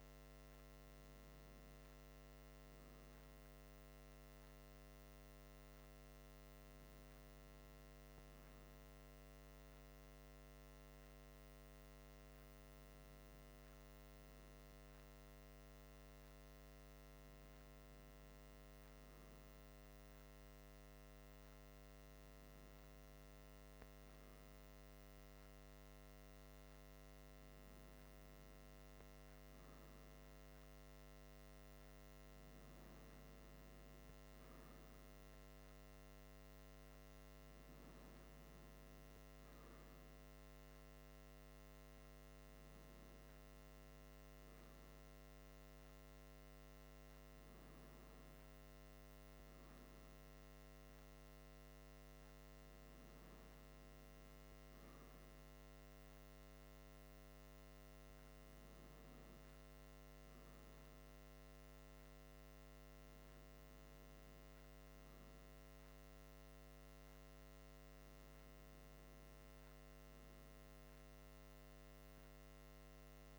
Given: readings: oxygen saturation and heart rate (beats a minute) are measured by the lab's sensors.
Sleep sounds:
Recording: breathing in sleep, hard to hear, by a microphone on the trachea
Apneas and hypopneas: none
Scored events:
none scored
From the record:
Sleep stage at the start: N2 (light sleep)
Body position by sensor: on the back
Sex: male

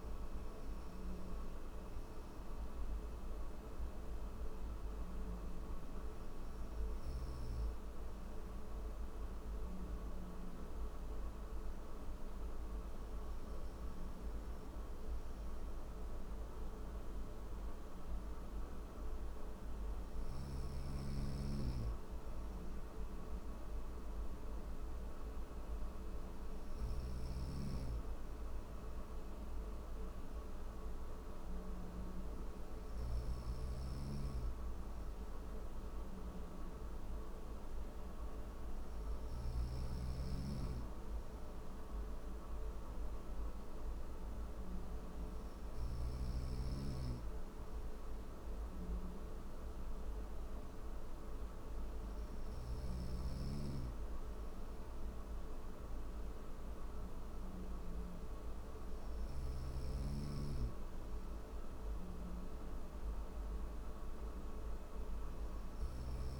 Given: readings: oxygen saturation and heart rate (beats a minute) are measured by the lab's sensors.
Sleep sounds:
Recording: breathing in sleep, hard to hear, by a room microphone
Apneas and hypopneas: none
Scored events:
26.00-32.50 s: snoring (device-marked)
38.50-45.00 s: snoring (device-marked)
65.00-66.40 s: snoring (device-marked)
From the record:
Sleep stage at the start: N1 (lightest sleep)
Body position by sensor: on the right side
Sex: male

